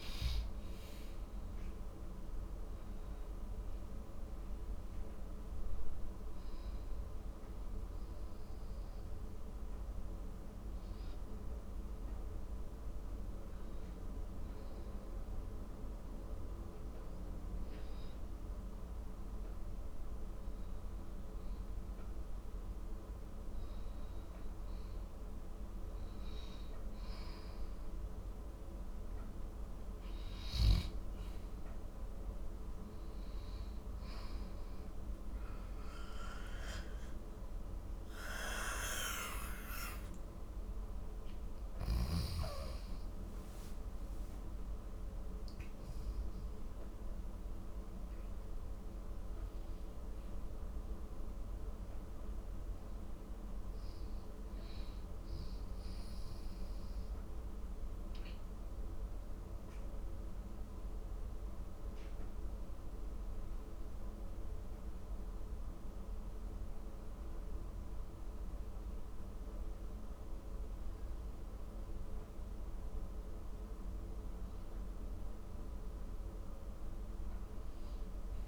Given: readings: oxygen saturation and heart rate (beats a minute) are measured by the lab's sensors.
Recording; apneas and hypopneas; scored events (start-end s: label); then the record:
breathing in sleep, hard to hear, by a room microphone; 2
7.00-22.50 s: hypopnea (oxygen 98% before, 96% lowest, heart rate 72 before, 46 extreme, up 18 after)
25.50-30.50 s: arousal
52.50-56.50 s: arousal
58.00-70.50 s: hypopnea (oxygen 98% before, 96% lowest, heart rate 67 before, 56 extreme, up 10 after)
67.00-78.48 s: new sleep stage, N1 (lightest sleep)
76.50-78.48 s: arousal
From the record:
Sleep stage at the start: N2 (light sleep); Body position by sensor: on the back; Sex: male